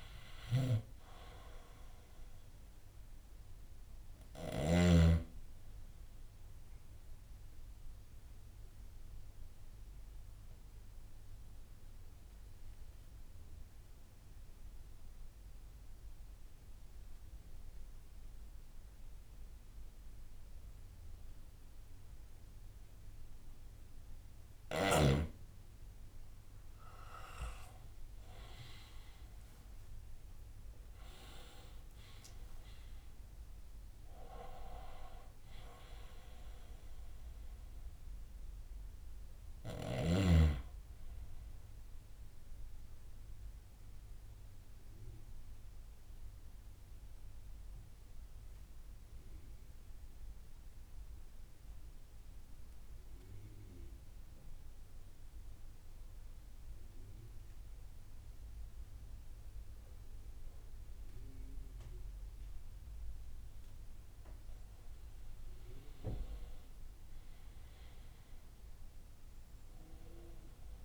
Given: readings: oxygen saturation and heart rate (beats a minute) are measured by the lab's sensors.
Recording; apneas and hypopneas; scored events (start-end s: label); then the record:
breathing in sleep by a room microphone; 2
0.00-5.00 s: snoring (device-marked)
0.00-17.50 s: oxygen desaturation (device-marked, oxygen 94% lowest, heart rate 56 extreme)
1.50-7.50 s: bradycardia (device-marked, heart rate 62 before, 57 extreme)
7.00-25.00 s: obstructive apnea (oxygen 98% before, 92% lowest, heart rate 61 before, 55 extreme, up 12 after)
8.50-23.50 s: bradycardia (device-marked, heart rate 62 before, 57 extreme)
27.00-32.00 s: arousal
29.50-50.50 s: oxygen desaturation (device-marked, oxygen 97% before, 92% lowest, heart rate 59 before, 55 extreme)
36.50-55.50 s: bradycardia (device-marked, heart rate 62 before, 55 extreme)
44.00-63.50 s: obstructive apnea (oxygen 97% before, 92% lowest, heart rate 63 before, 54 extreme, up 2 after)
60.50-67.50 s: bradycardia (device-marked, heart rate 62 before, 58 extreme)
65.00-70.50 s: arousal
66.50-70.84 s: oxygen desaturation (device-marked, oxygen 98% before, 93% lowest, heart rate 58 before, 54 extreme)
67.50-70.84 s: drop in pulse transit time (device-marked, heart rate 58 before, 58 extreme)
69.50-70.84 s: bradycardia (device-marked, heart rate 62 before, 59 extreme)
From the record:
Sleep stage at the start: N2 (light sleep); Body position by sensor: on the left side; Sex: male